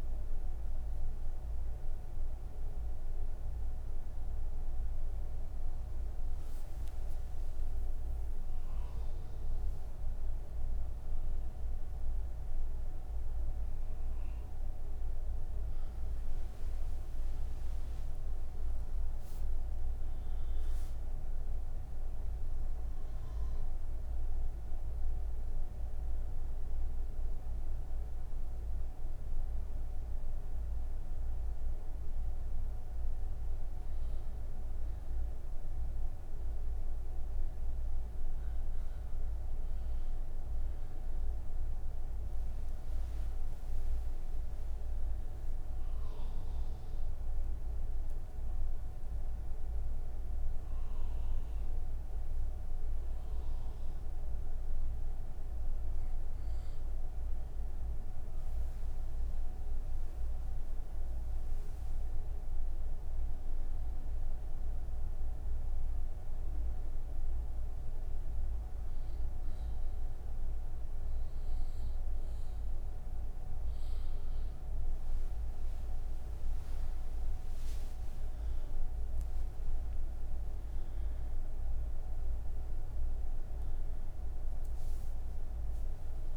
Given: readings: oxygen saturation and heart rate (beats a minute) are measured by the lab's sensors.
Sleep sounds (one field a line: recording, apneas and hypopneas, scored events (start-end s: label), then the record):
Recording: breathing in sleep, hard to hear, by a room microphone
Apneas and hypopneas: 1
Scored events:
0.00-3.50 s: oxygen desaturation (device-marked, oxygen 95% lowest)
28.50-41.00 s: hypopnea (oxygen 98% before, 95% lowest)
From the record:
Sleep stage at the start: N1 (lightest sleep)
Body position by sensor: on the right side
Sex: female